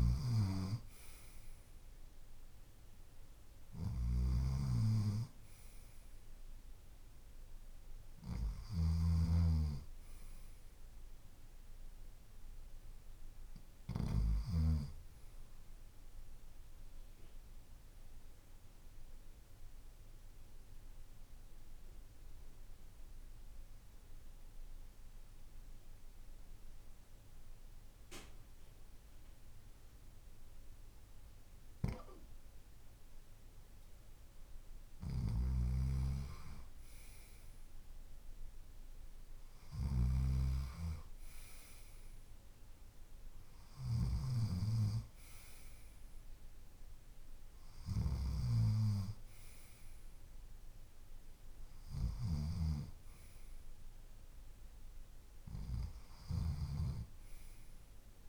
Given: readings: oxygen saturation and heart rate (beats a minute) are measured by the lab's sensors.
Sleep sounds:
breathing in sleep by a room microphone; 1
0.00-14.00 s: snoring (device-marked)
1.50-26.50 s: oxygen desaturation (device-marked, oxygen 97% before, 88% lowest, heart rate 54 before, 50 extreme)
16.00-33.00 s: obstructive apnea (oxygen 97% before, 88% lowest, heart rate 54 before, 50 extreme, up 6 after)
35.00-52.00 s: snoring (device-marked)
36.00-41.00 s: arousal
From the record:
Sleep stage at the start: REM sleep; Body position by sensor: on the left side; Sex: male

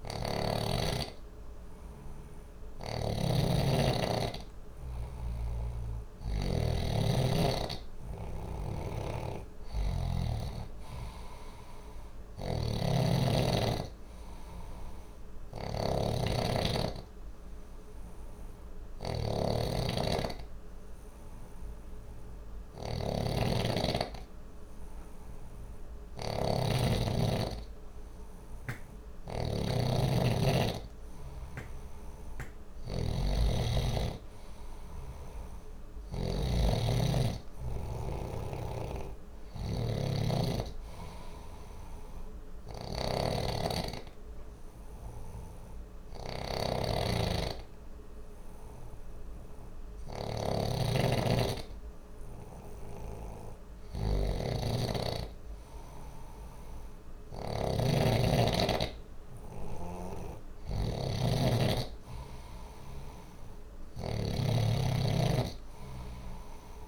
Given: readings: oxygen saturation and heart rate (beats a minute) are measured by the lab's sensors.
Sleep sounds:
breathing in sleep by a room microphone; 2
0.00-10.00 s: snoring (device-marked)
12.00-66.88 s: snoring (device-marked)
18.00-28.50 s: obstructive apnea (oxygen 95% before, 92% lowest, heart rate 60 before, 59 extreme, up 2 after)
31.50-35.00 s: arousal
41.00-53.00 s: obstructive apnea (oxygen 93% before, 92% lowest, heart rate 61 before, 59 extreme, up 2 after)
55.50-59.00 s: arousal
From the record:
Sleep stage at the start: N2 (light sleep); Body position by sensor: on the back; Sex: male

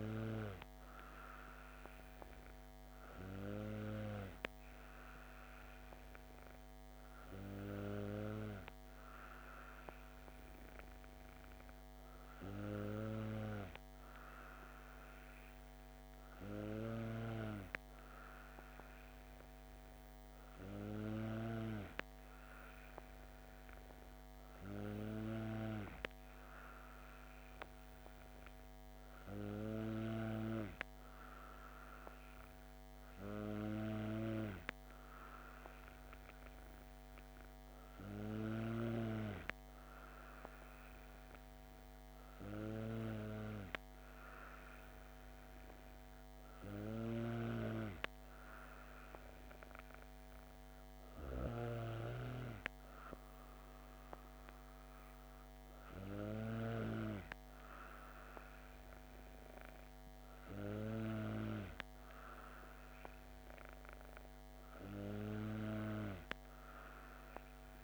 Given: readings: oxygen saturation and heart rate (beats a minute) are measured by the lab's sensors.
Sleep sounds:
breathing in sleep by a microphone on the trachea; none
16.50-21.50 s: snoring (device-marked)
46.50-56.50 s: snoring (device-marked)
From the record:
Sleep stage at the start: N2 (light sleep); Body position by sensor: on the back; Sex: female

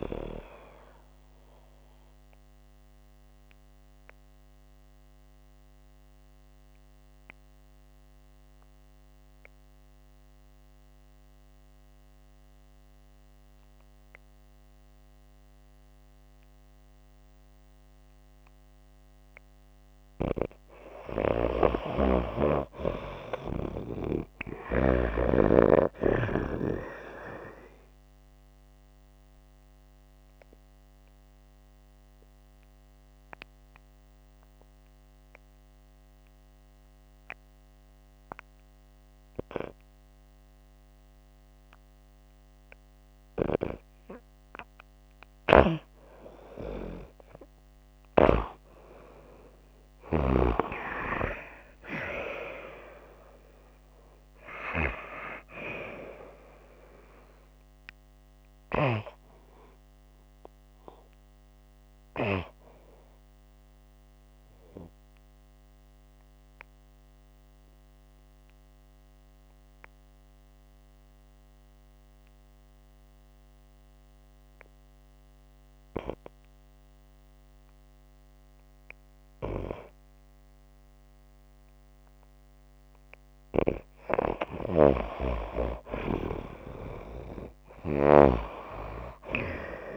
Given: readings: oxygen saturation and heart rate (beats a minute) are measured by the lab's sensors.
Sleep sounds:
breathing in sleep by a microphone on the trachea; 3
1.00-19.00 s: obstructive apnea (oxygen 94% before, 90% lowest, heart rate 88 before, 52 extreme)
17.00-29.00 s: oxygen desaturation (device-marked, oxygen 95% before, 90% lowest, heart rate 51 before, 55 extreme)
20.50-24.50 s: snoring (device-marked)
21.00-24.50 s: arousal
29.00-44.00 s: obstructive apnea (oxygen 95% before, 90% lowest)
47.50-51.00 s: arousal
52.00-69.00 s: oxygen desaturation (device-marked, oxygen 97% before, 91% lowest)
63.00-83.50 s: obstructive apnea (oxygen 97% before, 90% lowest)
84.00-89.97 s: snoring (device-marked)
86.00-89.50 s: arousal
From the record:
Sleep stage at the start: N2 (light sleep); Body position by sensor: on the back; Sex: female

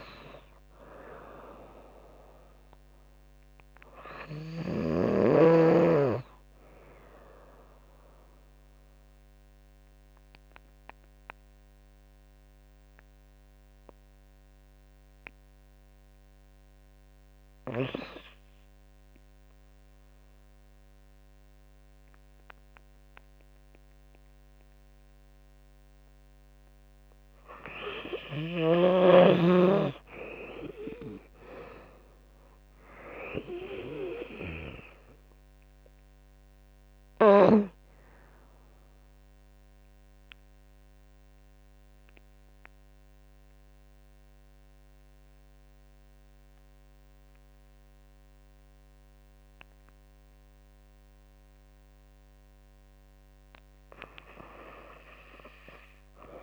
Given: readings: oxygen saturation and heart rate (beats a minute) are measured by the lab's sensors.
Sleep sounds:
breathing in sleep by a microphone on the trachea; 2
0.00-4.50 s: snoring (device-marked)
0.50-4.00 s: arousal
8.00-25.50 s: obstructive apnea (oxygen 99% before, 88% lowest, heart rate 81 before, 77 extreme, up 13 after)
22.50-49.50 s: oxygen desaturation (device-marked, oxygen 97% before, 90% lowest, heart rate 81 before, 75 extreme)
27.50-39.50 s: drop in pulse transit time (device-marked, heart rate 82 before, 84 extreme)
28.00-31.50 s: arousal
38.50-52.00 s: obstructive apnea (oxygen 97% before, 85% lowest, heart rate 85 before, 75 extreme, up 0 after)
54.50-56.42 s: arousal
From the record:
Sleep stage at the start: N2 (light sleep); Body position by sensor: on the back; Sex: female

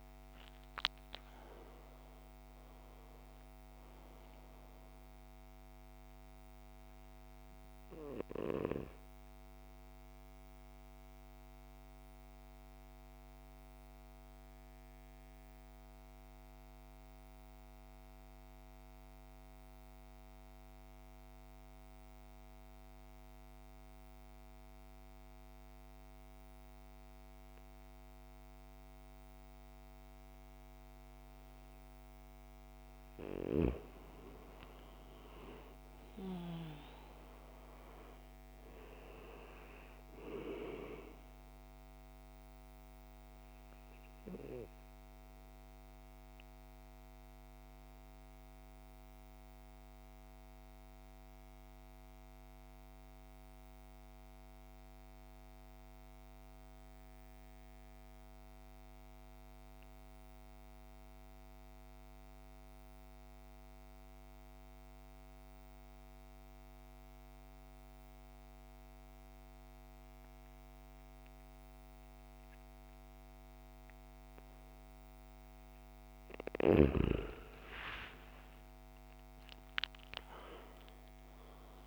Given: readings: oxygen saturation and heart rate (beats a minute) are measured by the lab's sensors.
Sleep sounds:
breathing in sleep by a microphone on the trachea; 2
0.00-2.00 s: arousal
0.00-25.00 s: oxygen desaturation (device-marked, oxygen 98% before, 86% lowest, heart rate 55 before, 51 extreme)
10.50-32.50 s: obstructive apnea (oxygen 99% before, 82% lowest, heart rate 61 before, 50 extreme, up 13 after)
32.00-64.00 s: oxygen desaturation (device-marked, oxygen 98% before, 83% lowest, heart rate 53 before, 50 extreme)
34.00-37.00 s: arousal
45.50-77.00 s: mixed apnea (oxygen 98% before, 80% lowest, heart rate 59 before, 50 extreme, up 16 after)
74.00-81.87 s: oxygen desaturation (device-marked, oxygen 99% before, 80% lowest, heart rate 54 before, 51 extreme)
78.00-81.50 s: arousal
From the record:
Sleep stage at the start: N2 (light sleep); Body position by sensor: on the back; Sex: male

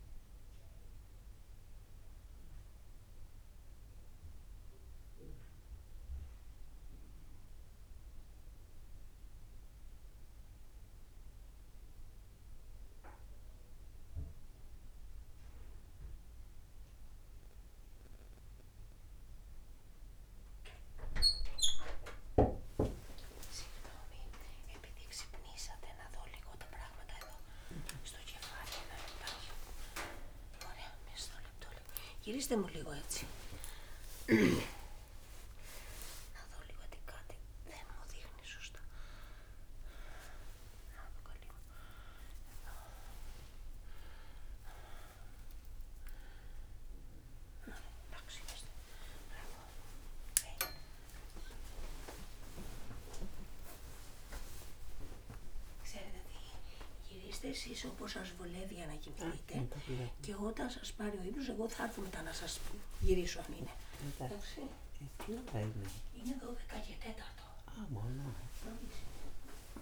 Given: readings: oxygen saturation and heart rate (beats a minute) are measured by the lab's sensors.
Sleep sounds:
a person partly awake in a sleep study, by a room microphone; none
26.50-28.50 s: long interval between heartbeats (device-marked)
30.50-32.50 s: long interval between heartbeats (device-marked)
32.00-62.00 s: new sleep stage, awake
33.00-35.00 s: long interval between heartbeats (device-marked)
37.50-39.50 s: long interval between heartbeats (device-marked, heart rate 32 before, 26 extreme)
50.00-52.00 s: long interval between heartbeats (device-marked)
53.00-55.00 s: long interval between heartbeats (device-marked)
62.00-69.82 s: new sleep stage, N2 (light sleep)
From the record:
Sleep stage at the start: N2 (light sleep); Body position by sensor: on the right side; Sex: female

